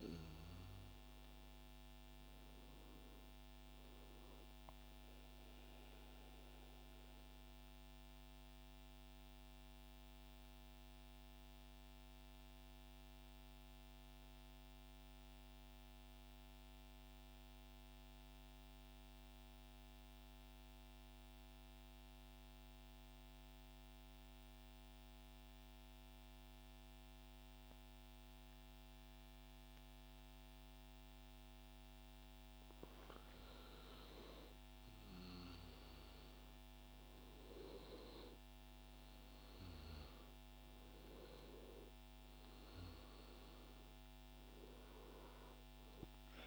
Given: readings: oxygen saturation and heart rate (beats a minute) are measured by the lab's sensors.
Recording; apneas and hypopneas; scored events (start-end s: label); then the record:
breathing in sleep, hard to hear, by a microphone on the trachea; 1
0.00-10.00 s: oxygen desaturation (device-marked, oxygen 93% lowest, heart rate 99 extreme)
5.50-32.00 s: central apnea (oxygen 100% before, 90% lowest, heart rate 197 before, 46 extreme, up 51 after)
29.00-46.47 s: oxygen desaturation (device-marked, oxygen 98% before, 90% lowest, heart rate 126 before, 46 extreme)
33.00-38.00 s: arousal
From the record:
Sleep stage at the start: N2 (light sleep); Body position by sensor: on the right side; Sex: male